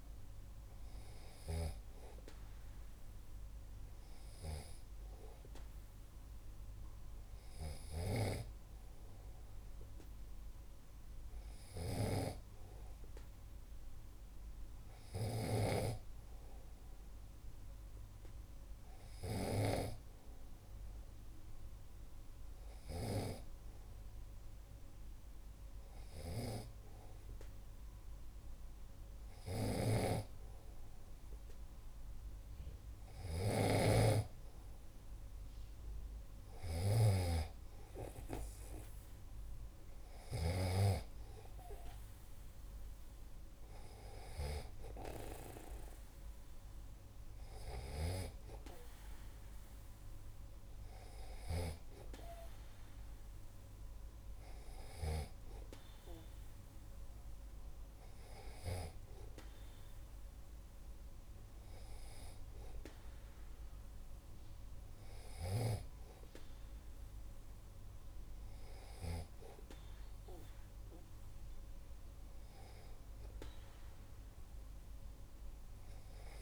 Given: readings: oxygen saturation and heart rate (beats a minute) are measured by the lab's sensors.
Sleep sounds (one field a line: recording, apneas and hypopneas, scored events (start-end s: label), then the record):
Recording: breathing in sleep by a room microphone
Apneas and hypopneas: none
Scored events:
15.50-20.00 s: snoring (device-marked)
29.50-41.00 s: snoring (device-marked)
From the record:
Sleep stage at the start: N2 (light sleep)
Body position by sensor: on the back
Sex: male